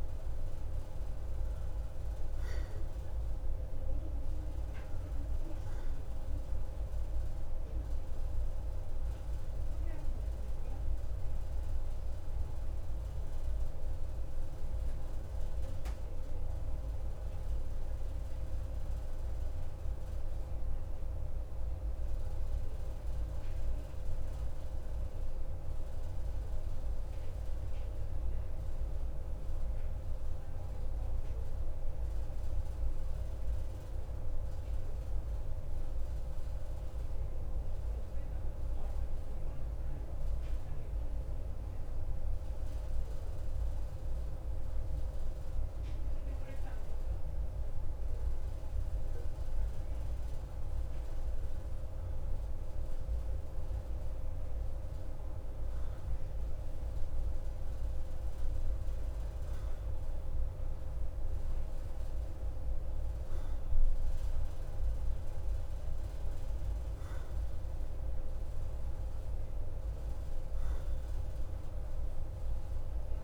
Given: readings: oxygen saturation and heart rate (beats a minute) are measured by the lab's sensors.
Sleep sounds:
breathing in sleep, hard to hear, by a room microphone; 1
24.00-39.50 s: central apnea (oxygen 94% before, 91% lowest, heart rate 55 before, 50 extreme, up 4 after)
42.00-45.00 s: arousal
56.00-64.00 s: oxygen desaturation (device-marked, oxygen 95% before, 93% lowest, heart rate 52 before, 53 extreme)
From the record:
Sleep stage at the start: N2 (light sleep); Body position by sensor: on the right side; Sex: male

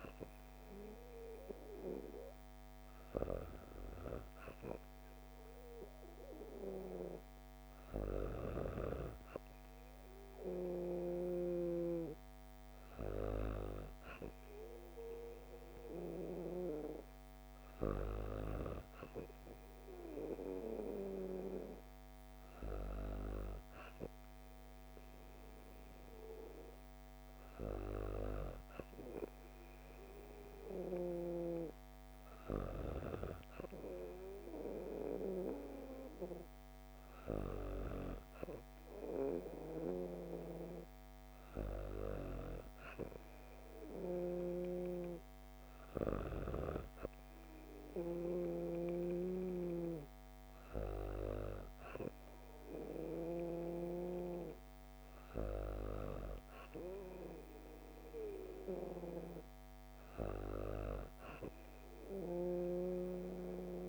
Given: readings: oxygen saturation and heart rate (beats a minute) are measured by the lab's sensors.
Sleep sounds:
breathing in sleep by a microphone on the trachea; none
none scored
From the record:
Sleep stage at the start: N2 (light sleep); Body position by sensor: on the back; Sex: female

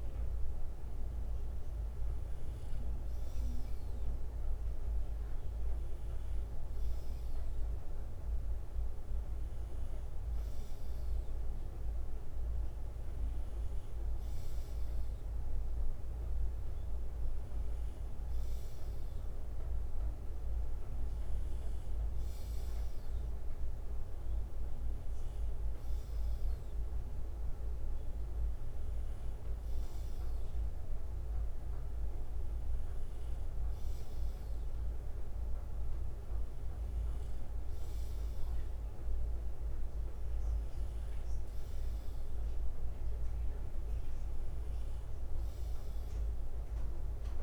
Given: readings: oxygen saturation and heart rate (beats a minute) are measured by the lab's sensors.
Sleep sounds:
breathing in sleep, hard to hear, by a room microphone; none
3.00-12.00 s: bradycardia (device-marked, heart rate 61 before, 58 extreme)
37.00-43.00 s: bradycardia (device-marked, heart rate 61 before, 59 extreme)
From the record:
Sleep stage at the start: N2 (light sleep); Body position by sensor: on the left side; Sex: male

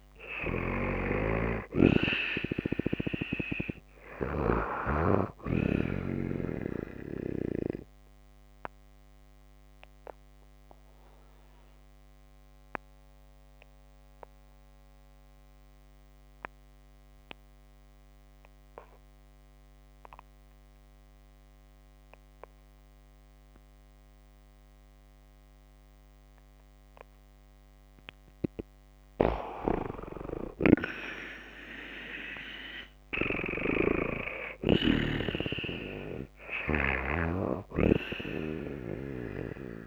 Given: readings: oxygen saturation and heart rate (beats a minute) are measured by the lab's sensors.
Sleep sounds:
breathing in sleep by a microphone on the trachea; 1
0.00-1.50 s: arousal
0.00-4.00 s: snoring (device-marked)
7.50-27.00 s: obstructive apnea (oxygen 95% before, 89% lowest)
23.50-30.50 s: oxygen desaturation (device-marked, oxygen 93% before, 90% lowest)
30.00-33.50 s: arousal
36.50-39.87 s: snoring (device-marked)
From the record:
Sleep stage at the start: N2 (light sleep); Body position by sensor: on the back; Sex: female

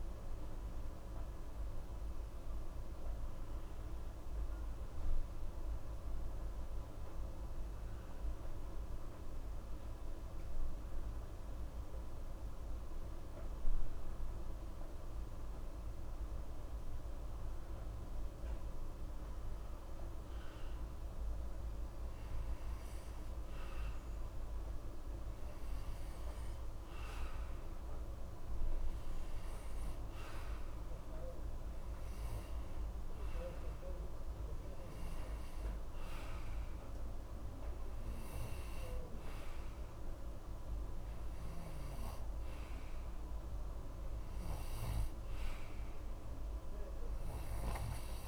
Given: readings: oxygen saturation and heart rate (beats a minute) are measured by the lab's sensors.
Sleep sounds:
breathing in sleep, hard to hear, by a room microphone; none
13.00-20.00 s: oxygen desaturation (device-marked, oxygen 96% before, 93% lowest, heart rate 88 before, 30 extreme)
32.00-46.00 s: oxygen desaturation (device-marked, oxygen 94% before, 91% lowest, heart rate 49 before, 64 extreme)
From the record:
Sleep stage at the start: N1 (lightest sleep); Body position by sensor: on the back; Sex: male

